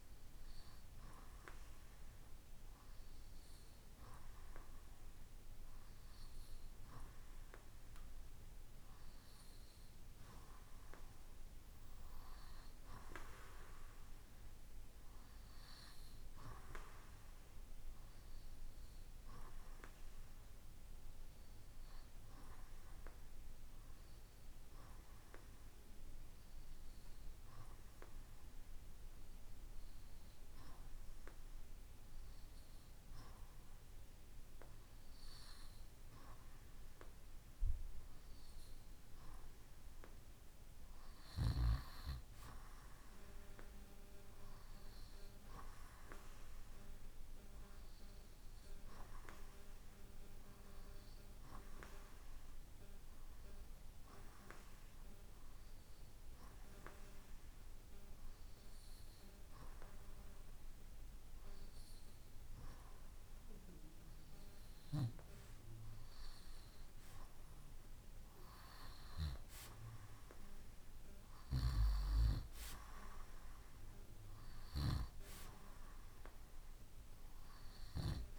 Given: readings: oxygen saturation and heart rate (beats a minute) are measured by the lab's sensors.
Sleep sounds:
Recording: breathing in sleep by a room microphone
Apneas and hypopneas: 2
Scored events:
6.50-11.00 s: arousal
15.00-36.00 s: hypopnea (oxygen 96% before, 95% lowest, heart rate 72 before, 66 extreme, up 8 after)
40.00-43.50 s: arousal
51.50-63.50 s: hypopnea (oxygen 96% before, 95% lowest, heart rate 74 before, 65 extreme, up 3 after)
67.00-72.00 s: arousal
From the record:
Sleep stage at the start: REM sleep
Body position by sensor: on the right side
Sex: male

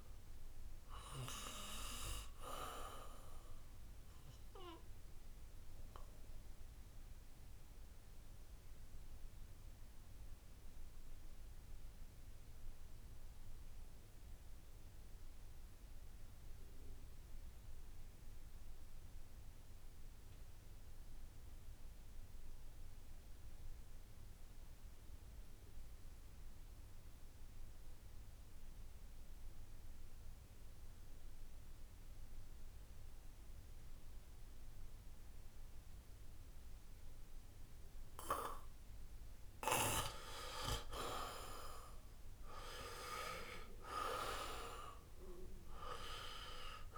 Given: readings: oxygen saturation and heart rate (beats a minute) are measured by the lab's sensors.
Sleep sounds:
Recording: breathing in sleep by a room microphone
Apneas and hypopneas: 1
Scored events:
0.00-18.50 s: oxygen desaturation (device-marked, oxygen 79% lowest, heart rate 67 extreme)
8.00-39.00 s: obstructive apnea (oxygen 95% before, 78% lowest, heart rate 73 before, 65 extreme, up 5 after)
32.50-46.98 s: oxygen desaturation (device-marked, oxygen 97% before, 78% lowest, heart rate 71 before, 65 extreme)
42.00-45.50 s: arousal
From the record:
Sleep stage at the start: N2 (light sleep)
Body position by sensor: on the back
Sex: male

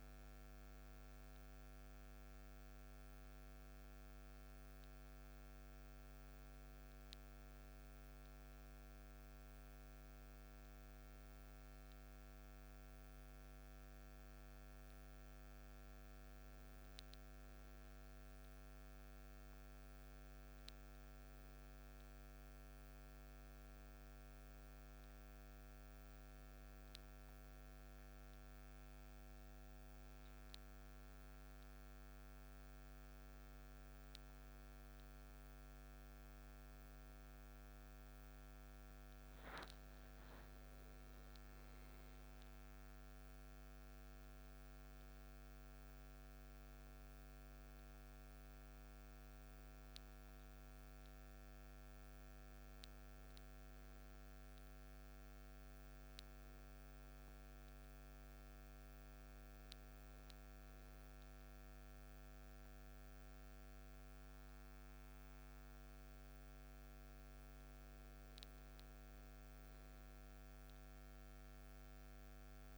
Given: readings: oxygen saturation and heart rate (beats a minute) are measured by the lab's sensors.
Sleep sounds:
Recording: a person awake in a sleep study, hard to hear, by a microphone on the trachea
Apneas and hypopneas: none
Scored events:
none scored
From the record:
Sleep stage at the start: awake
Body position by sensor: on the back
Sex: male

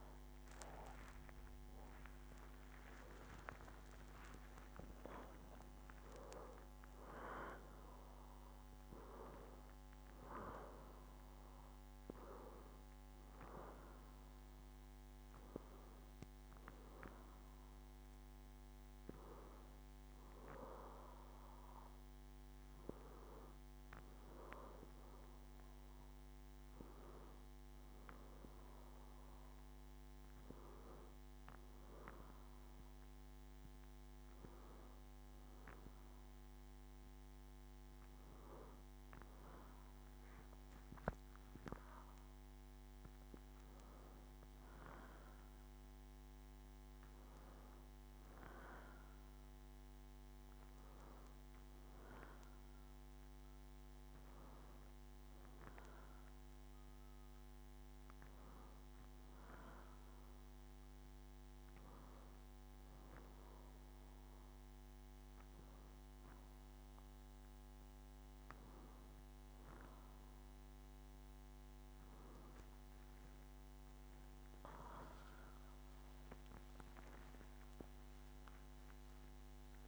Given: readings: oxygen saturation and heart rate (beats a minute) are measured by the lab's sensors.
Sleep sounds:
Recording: breathing in sleep by a microphone on the trachea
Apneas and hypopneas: none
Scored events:
0.00-1.00 s: arousal
3.00-5.00 s: long interval between heartbeats (device-marked, heart rate 75 before, 94 extreme)
From the record:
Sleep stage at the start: N2 (light sleep)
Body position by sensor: on the left side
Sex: female

